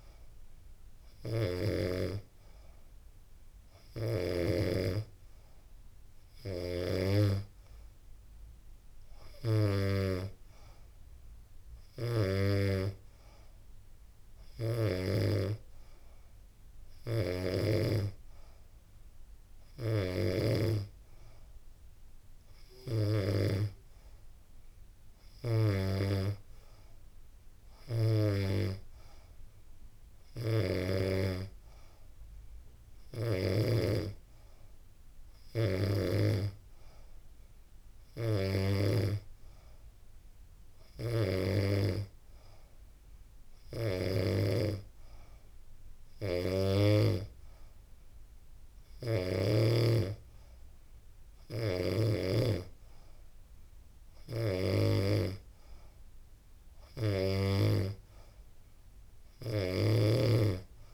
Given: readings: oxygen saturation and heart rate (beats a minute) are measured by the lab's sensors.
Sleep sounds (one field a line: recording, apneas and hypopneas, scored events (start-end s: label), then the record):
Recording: breathing in sleep by a room microphone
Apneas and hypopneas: none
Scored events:
none scored
From the record:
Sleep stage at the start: N3 (deep sleep)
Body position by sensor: on the back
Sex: female